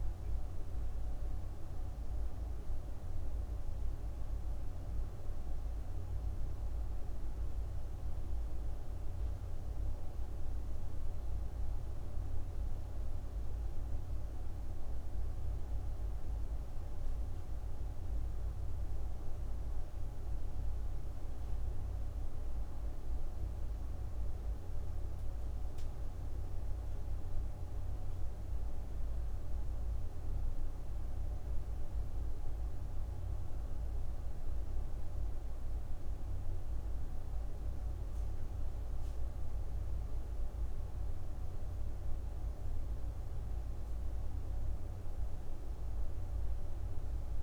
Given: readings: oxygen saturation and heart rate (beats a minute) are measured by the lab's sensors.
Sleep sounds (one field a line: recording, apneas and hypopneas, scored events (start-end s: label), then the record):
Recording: breathing in sleep, hard to hear, by a room microphone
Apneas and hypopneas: none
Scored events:
27.00-47.43 s: new sleep stage, N2 (light sleep)
From the record:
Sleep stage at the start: N1 (lightest sleep)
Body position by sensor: on the right side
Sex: female